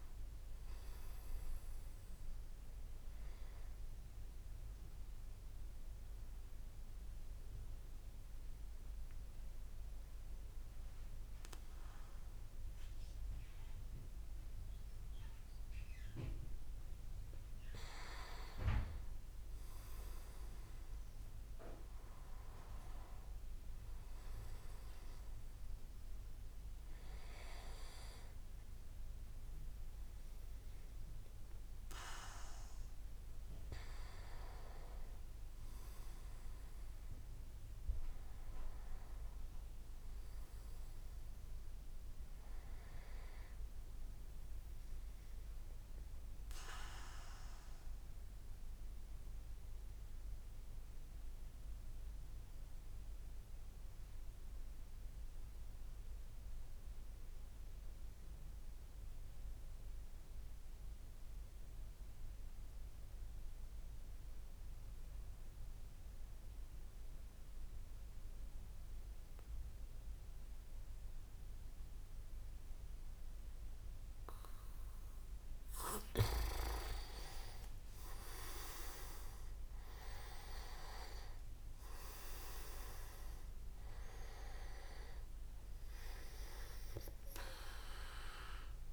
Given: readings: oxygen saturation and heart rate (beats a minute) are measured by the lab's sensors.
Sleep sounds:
breathing in sleep by a room microphone; 2
3.50-17.00 s: mixed apnea (oxygen 97% before, 95% lowest, heart rate 45 before, 27 extreme, up 29 after)
20.50-23.50 s: arousal
38.00-41.00 s: arousal
44.00-74.50 s: mixed apnea (oxygen 100% before, 94% lowest, heart rate 43 before, 27 extreme, up 29 after)
76.50-79.00 s: arousal
77.50-78.50 s: leg movement (device-marked)
From the record:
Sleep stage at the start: N2 (light sleep); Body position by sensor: on the back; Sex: male

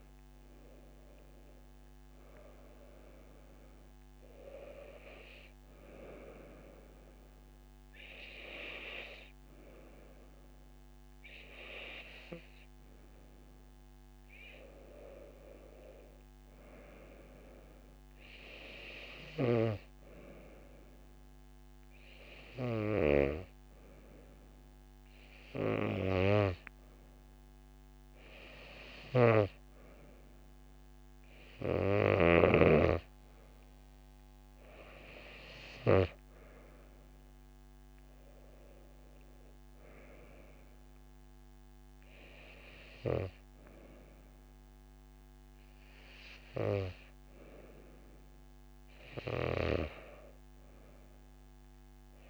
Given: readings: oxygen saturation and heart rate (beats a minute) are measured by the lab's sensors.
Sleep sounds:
breathing in sleep by a microphone on the trachea; none
0.00-1.00 s: arousal
0.00-15.00 s: oxygen desaturation (device-marked, oxygen 97% before, 94% lowest)
20.00-22.00 s: long interval between heartbeats (device-marked)
From the record:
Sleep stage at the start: N2 (light sleep); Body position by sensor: on the right side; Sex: female

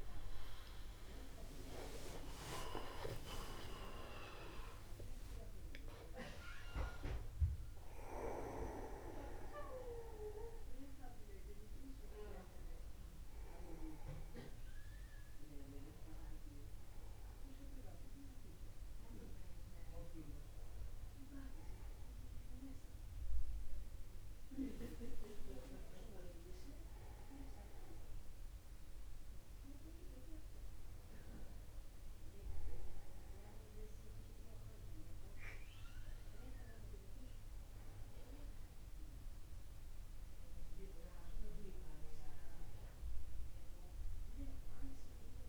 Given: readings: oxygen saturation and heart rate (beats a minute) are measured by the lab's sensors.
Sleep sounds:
breathing in sleep by a room microphone; none
0.50-45.49 s: new sleep stage, N1 (lightest sleep)
2.50-7.50 s: arousal
4.00-6.00 s: long interval between heartbeats (device-marked, heart rate 51 before, 58 extreme)
15.50-17.50 s: long interval between heartbeats (device-marked, heart rate 54 before, 60 extreme)
From the record:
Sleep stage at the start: N2 (light sleep); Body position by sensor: upright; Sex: male

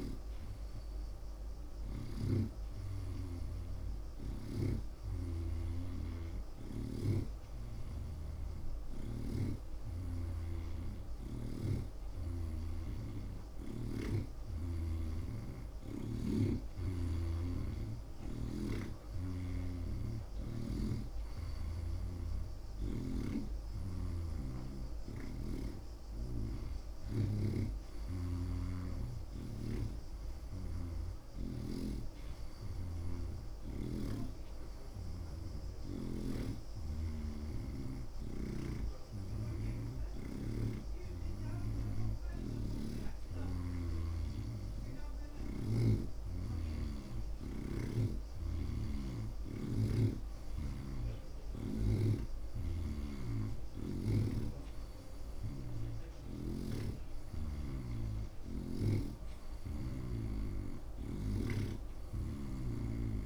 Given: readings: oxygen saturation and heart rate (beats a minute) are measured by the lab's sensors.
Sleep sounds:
breathing in sleep by a room microphone; none
0.00-5.00 s: snoring (device-marked)
7.00-10.50 s: snoring (device-marked)
17.50-21.00 s: snoring (device-marked)
25.50-32.00 s: snoring (device-marked)
36.50-44.00 s: snoring (device-marked)
48.50-52.00 s: snoring (device-marked)
From the record:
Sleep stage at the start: N2 (light sleep); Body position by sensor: on the right side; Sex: male

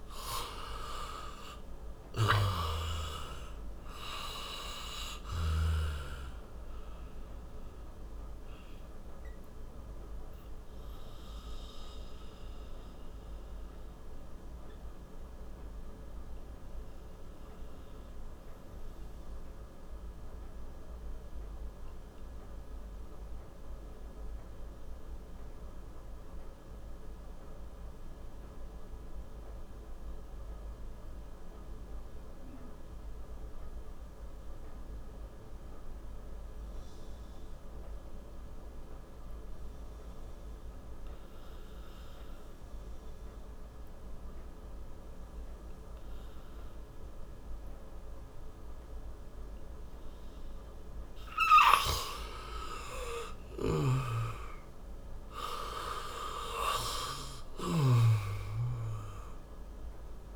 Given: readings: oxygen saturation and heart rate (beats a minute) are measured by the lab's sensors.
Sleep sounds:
breathing in sleep by a room microphone; 1
0.00-2.50 s: arousal
0.00-29.00 s: oxygen desaturation (device-marked, oxygen 88% lowest, heart rate 56 extreme)
2.00-5.50 s: snoring (device-marked)
8.00-50.00 s: obstructive apnea (oxygen 98% before, 86% lowest, heart rate 72 before, 56 extreme, up 3 after)
47.00-60.36 s: oxygen desaturation (device-marked, oxygen 98% before, 86% lowest, heart rate 62 before, 57 extreme)
52.00-58.00 s: arousal
From the record:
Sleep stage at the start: N2 (light sleep); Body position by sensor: on the back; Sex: male

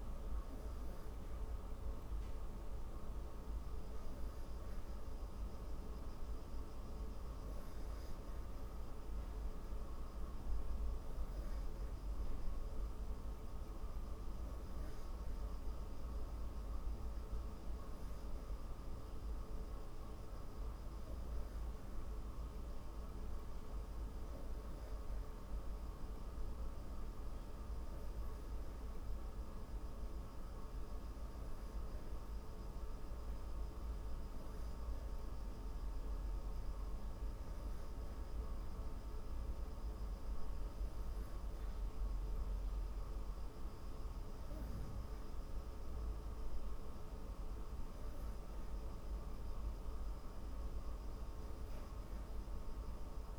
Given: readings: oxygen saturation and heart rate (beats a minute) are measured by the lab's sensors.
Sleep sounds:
breathing in sleep, hard to hear, by a room microphone; none
none scored
From the record:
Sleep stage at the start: N3 (deep sleep); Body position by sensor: on the back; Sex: female

